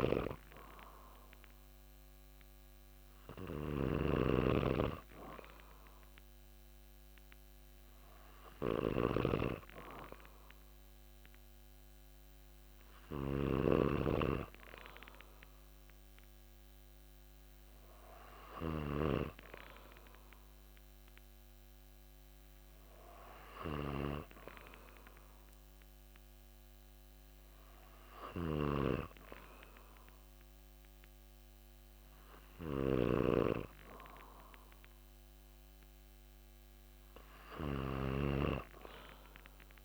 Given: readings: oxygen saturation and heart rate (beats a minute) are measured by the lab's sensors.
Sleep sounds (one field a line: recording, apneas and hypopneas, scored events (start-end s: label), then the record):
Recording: breathing in sleep by a microphone on the trachea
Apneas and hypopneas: none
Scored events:
0.00-39.85 s: snoring (device-marked)
From the record:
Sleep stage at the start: N2 (light sleep)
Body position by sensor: on the back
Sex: male